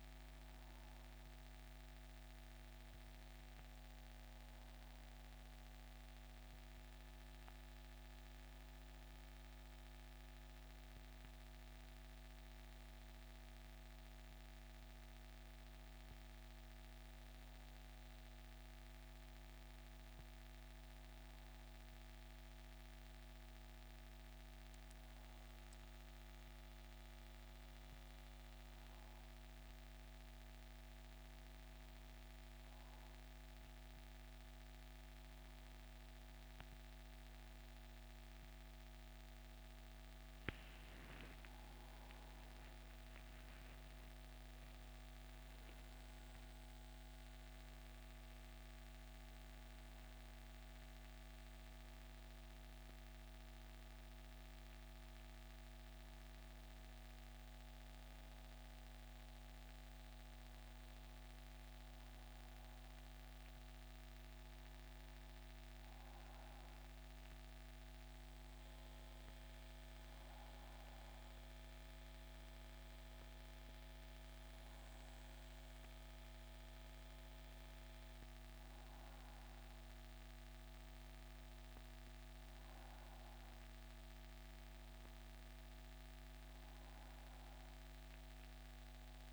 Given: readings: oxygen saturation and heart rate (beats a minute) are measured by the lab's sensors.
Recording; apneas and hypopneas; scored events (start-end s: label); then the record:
breathing in sleep, hard to hear, by a microphone on the trachea; none
39.00-42.50 s: arousal
From the record:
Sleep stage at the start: N1 (lightest sleep); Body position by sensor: on the back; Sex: male